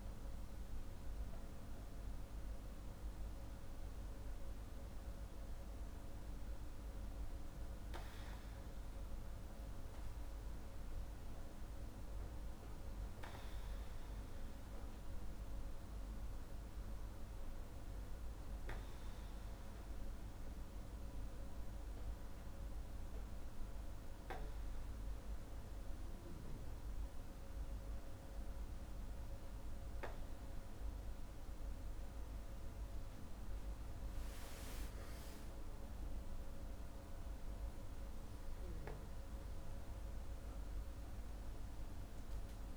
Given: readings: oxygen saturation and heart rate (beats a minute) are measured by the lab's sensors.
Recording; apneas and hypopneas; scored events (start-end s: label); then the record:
breathing in sleep, hard to hear, by a room microphone; none
none scored
From the record:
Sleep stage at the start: N2 (light sleep); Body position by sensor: on the back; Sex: male